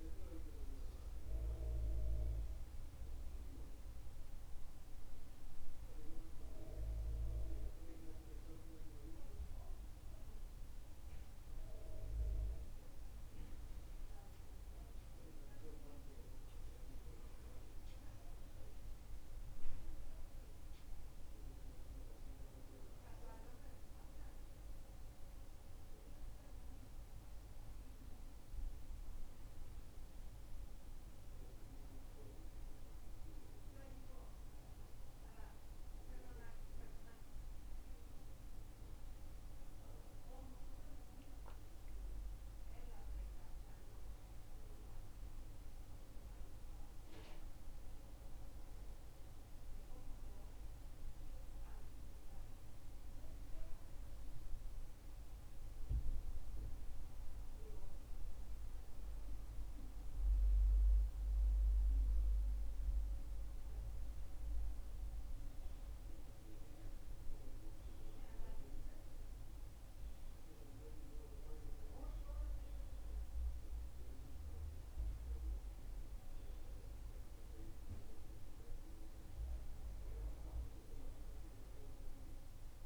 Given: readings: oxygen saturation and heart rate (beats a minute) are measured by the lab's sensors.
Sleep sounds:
breathing in sleep by a room microphone; none
4.50-82.86 s: new sleep stage, N2 (light sleep)
From the record:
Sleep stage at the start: N1 (lightest sleep); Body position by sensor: on the back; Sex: male

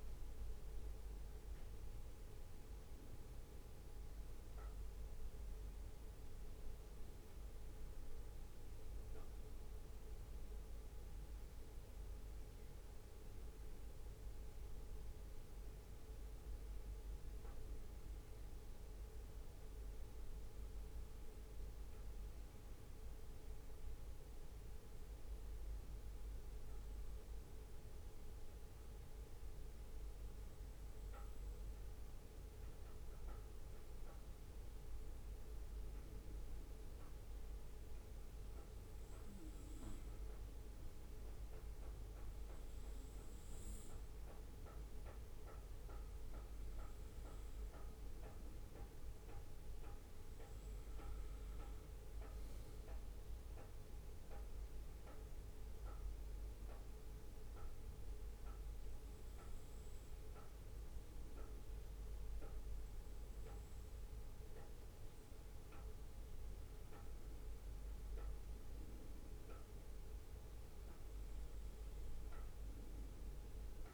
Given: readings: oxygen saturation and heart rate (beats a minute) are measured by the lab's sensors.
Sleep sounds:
breathing in sleep, hard to hear, by a room microphone; 2
10.00-13.50 s: arousal
17.50-31.50 s: obstructive apnea (oxygen 98% before, 95% lowest, heart rate 62 before, 61 extreme, up 2 after)
34.00-38.00 s: arousal
50.00-53.50 s: arousal
56.50-66.50 s: obstructive apnea (oxygen 97% before, 95% lowest, heart rate 63 before, 62 extreme, up 1 after)
68.50-72.00 s: arousal
From the record:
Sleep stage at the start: N2 (light sleep); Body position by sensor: on the right side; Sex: male

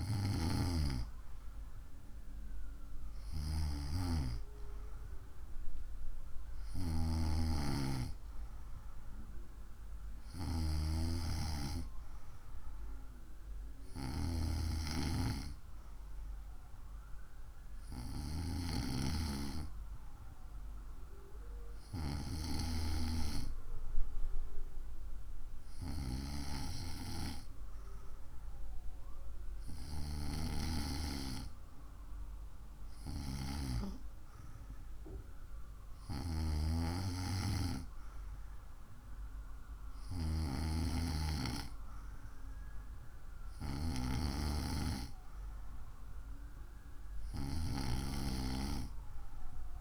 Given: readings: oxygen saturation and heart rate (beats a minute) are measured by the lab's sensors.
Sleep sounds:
breathing in sleep by a room microphone; none
none scored
From the record:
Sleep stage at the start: N2 (light sleep); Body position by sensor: on the right side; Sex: female

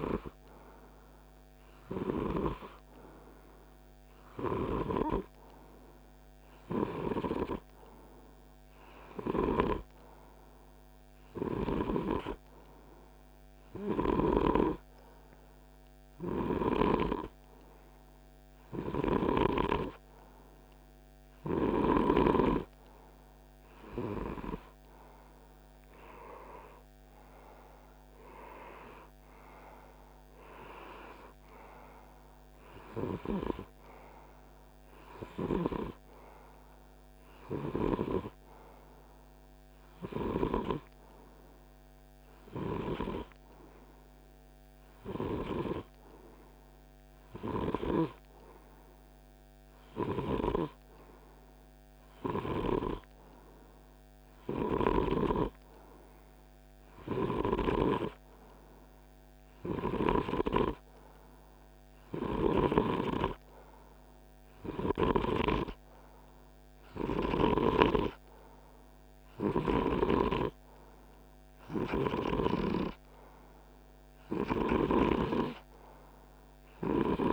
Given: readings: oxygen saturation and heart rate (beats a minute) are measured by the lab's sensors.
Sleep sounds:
breathing in sleep by a microphone on the trachea; 2
8.50-22.50 s: hypopnea (oxygen 97% before, 95% lowest, heart rate 51 before, 49 extreme, up 2 after)
24.50-29.00 s: arousal
43.50-72.00 s: hypopnea (oxygen 98% before, 95% lowest, heart rate 51 before, 48 extreme, up 2 after)
61.50-67.00 s: snoring (device-marked)
74.00-77.33 s: arousal
From the record:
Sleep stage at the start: N2 (light sleep); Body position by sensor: on the right side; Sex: male

